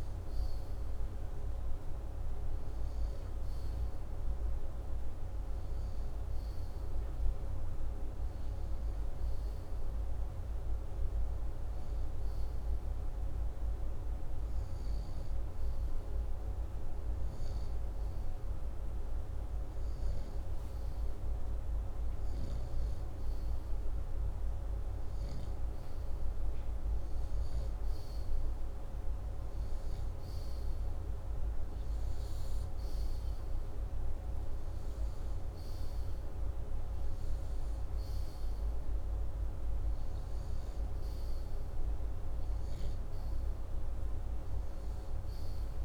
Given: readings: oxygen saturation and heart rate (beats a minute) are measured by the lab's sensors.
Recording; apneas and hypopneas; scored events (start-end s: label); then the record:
breathing in sleep, hard to hear, by a room microphone; none
none scored
From the record:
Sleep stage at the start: N2 (light sleep); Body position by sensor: upright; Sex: male